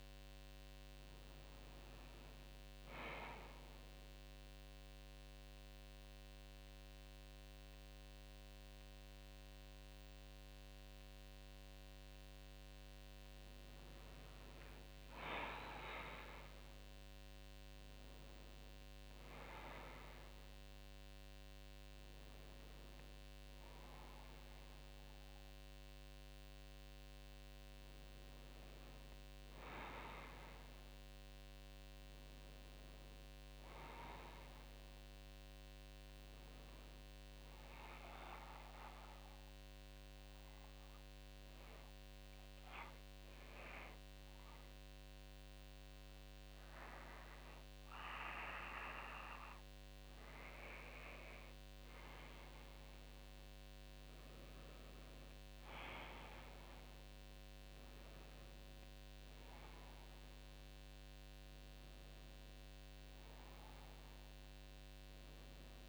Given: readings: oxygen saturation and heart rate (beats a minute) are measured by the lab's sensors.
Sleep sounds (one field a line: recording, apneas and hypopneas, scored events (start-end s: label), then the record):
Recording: breathing in sleep by a microphone on the trachea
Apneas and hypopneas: 2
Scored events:
3.50-13.50 s: mixed apnea (oxygen 98% before, 96% lowest, heart rate 65 before, 54 extreme, up 6 after)
17.00-21.00 s: arousal
38.50-49.50 s: hypopnea (oxygen 98% before, 96% lowest, heart rate 56 before, 56 extreme, up 7 after)
51.50-54.50 s: arousal
From the record:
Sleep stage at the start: N1 (lightest sleep)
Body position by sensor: on the back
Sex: female